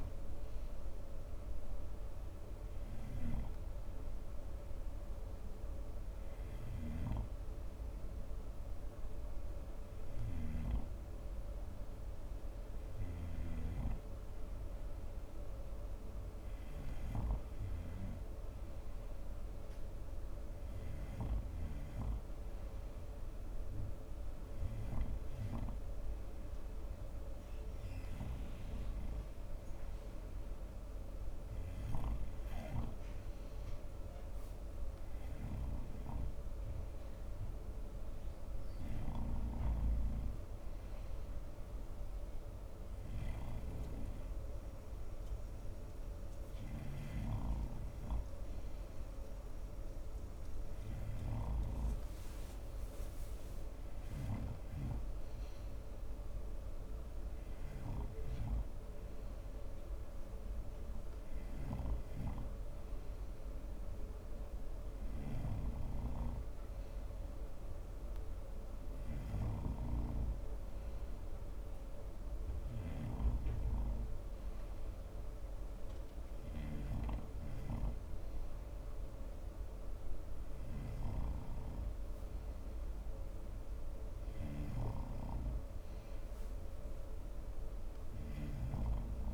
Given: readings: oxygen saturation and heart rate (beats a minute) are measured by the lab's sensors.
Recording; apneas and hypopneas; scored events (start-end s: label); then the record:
breathing in sleep by a room microphone; none
5.50-15.50 s: oxygen desaturation (device-marked, oxygen 95% before, 92% lowest, heart rate 73 before, 69 extreme)
From the record:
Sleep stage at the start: N2 (light sleep); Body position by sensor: on the front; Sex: male